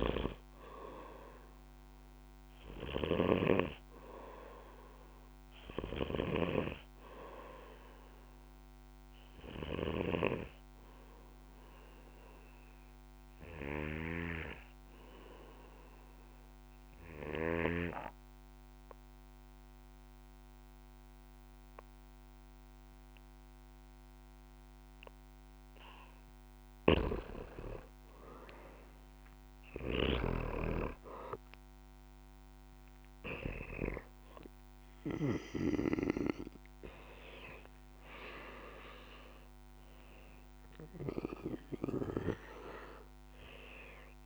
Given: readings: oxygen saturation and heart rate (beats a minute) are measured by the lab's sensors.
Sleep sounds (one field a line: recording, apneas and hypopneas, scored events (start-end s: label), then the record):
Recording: breathing in sleep by a microphone on the trachea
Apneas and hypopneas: 1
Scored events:
0.00-6.50 s: oxygen desaturation (device-marked, oxygen 93% lowest, heart rate 59 extreme)
16.50-27.00 s: obstructive apnea (oxygen 97% before, 92% lowest, heart rate 60 before, 57 extreme, up 3 after)
26.50-30.50 s: snoring (device-marked)
27.50-40.50 s: oxygen desaturation (device-marked, oxygen 97% before, 92% lowest, heart rate 61 before, 57 extreme)
28.50-33.50 s: arousal
From the record:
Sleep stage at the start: N2 (light sleep)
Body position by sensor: on the back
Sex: male